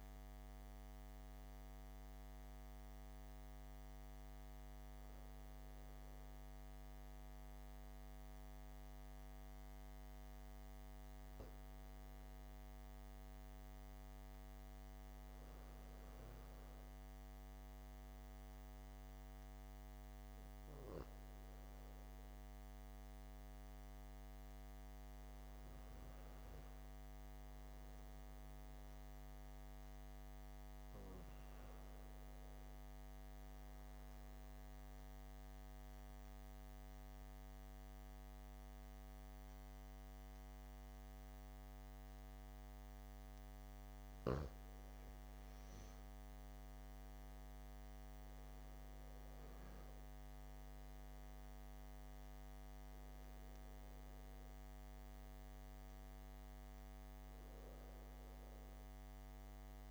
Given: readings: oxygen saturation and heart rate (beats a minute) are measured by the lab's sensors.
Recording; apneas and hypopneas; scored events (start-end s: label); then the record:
breathing in sleep, hard to hear, by a microphone on the trachea; 1
0.50-59.91 s: new sleep stage, N2 (light sleep)
35.00-45.50 s: obstructive apnea (oxygen 96% before, 92% lowest, heart rate 70 before, 59 extreme, up 4 after)
46.50-50.50 s: arousal
54.50-59.91 s: oxygen desaturation (device-marked, oxygen 95% before, 92% lowest, heart rate 67 before, 65 extreme)
From the record:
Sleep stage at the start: N1 (lightest sleep); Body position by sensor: on the back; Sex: male